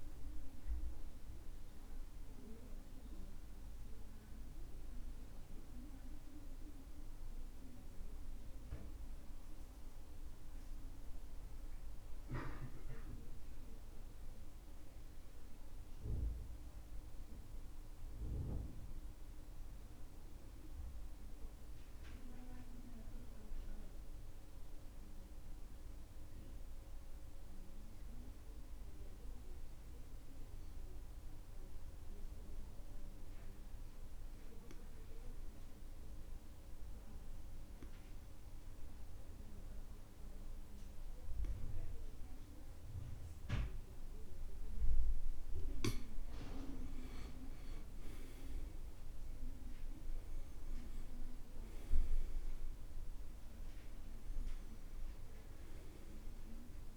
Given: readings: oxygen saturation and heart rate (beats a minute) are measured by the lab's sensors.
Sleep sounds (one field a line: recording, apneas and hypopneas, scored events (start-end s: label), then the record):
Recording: breathing in sleep by a room microphone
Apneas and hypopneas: 1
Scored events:
15.00-19.50 s: arousal
26.00-45.50 s: obstructive apnea (oxygen 98% before, 87% lowest, heart rate 66 before, 66 extreme, up 9 after)
45.00-56.97 s: oxygen desaturation (device-marked, oxygen 95% before, 87% lowest, heart rate 68 before, 61 extreme)
46.50-51.00 s: arousal
From the record:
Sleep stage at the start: N2 (light sleep)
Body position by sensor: on the back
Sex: male